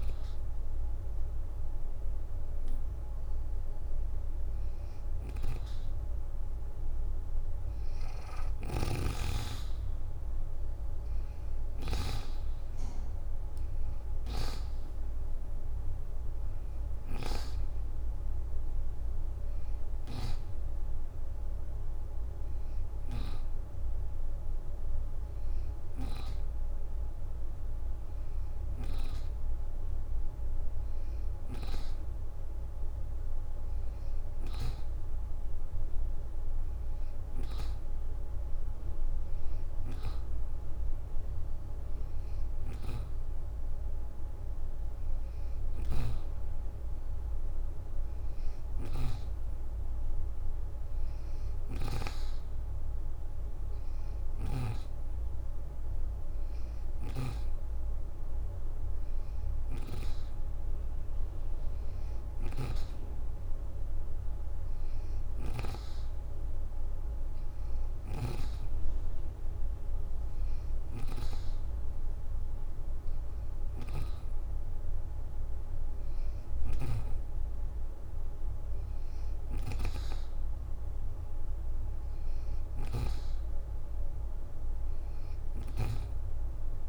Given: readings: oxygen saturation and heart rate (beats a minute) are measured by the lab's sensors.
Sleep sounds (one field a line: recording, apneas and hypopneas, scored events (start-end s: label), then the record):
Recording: breathing in sleep by a room microphone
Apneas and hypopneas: none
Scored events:
8.00-11.50 s: snoring (device-marked)
13.50-17.00 s: leg movement (device-marked)
15.50-32.50 s: oxygen desaturation (device-marked, oxygen 90% before, 83% lowest, heart rate 63 before, 43 extreme)
30.00-31.00 s: leg movement (device-marked)
39.50-41.50 s: leg movement (device-marked)
44.00-45.00 s: leg movement (device-marked)
45.00-51.50 s: snoring (device-marked)
47.00-48.50 s: leg movement (device-marked)
53.50-85.50 s: snoring (device-marked)
54.00-55.00 s: leg movement (device-marked)
From the record:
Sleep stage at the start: N2 (light sleep)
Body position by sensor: on the back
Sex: female